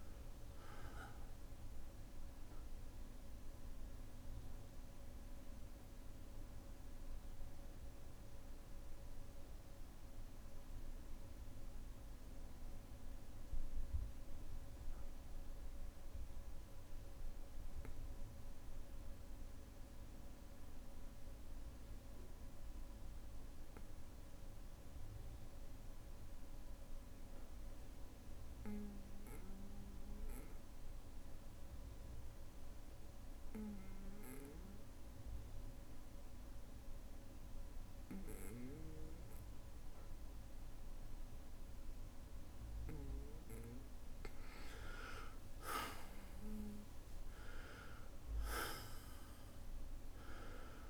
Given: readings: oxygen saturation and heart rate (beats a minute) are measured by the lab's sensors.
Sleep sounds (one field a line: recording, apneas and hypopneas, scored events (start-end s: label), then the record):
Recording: breathing in sleep by a room microphone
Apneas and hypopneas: 1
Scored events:
0.00-20.00 s: oxygen desaturation (device-marked, oxygen 91% lowest, heart rate 55 extreme)
4.00-26.00 s: bradycardia (device-marked, heart rate 59 before, 55 extreme)
6.00-43.00 s: obstructive apnea (oxygen 99% before, 88% lowest, heart rate 61 before, 55 extreme, up 5 after)
33.00-50.89 s: oxygen desaturation (device-marked, oxygen 99% before, 88% lowest, heart rate 57 before, 55 extreme)
35.00-43.00 s: bradycardia (device-marked, heart rate 58 before, 58 extreme)
45.50-49.50 s: arousal
From the record:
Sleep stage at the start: N2 (light sleep)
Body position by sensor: on the back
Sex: male